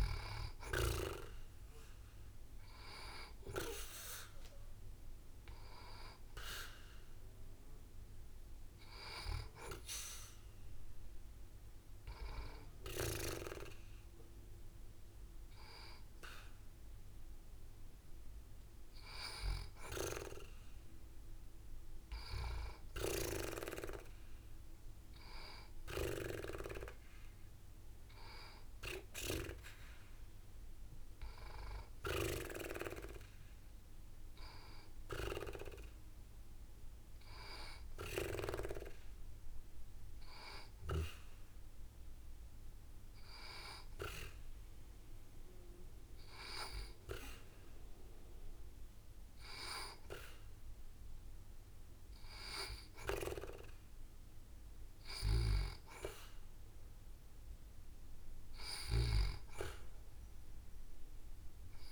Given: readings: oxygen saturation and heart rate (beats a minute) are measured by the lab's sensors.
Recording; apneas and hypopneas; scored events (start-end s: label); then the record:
breathing in sleep by a room microphone; none
0.00-5.00 s: oxygen desaturation (device-marked, oxygen 88% lowest, heart rate 68 extreme)
From the record:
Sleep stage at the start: N2 (light sleep); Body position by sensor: on the back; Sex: female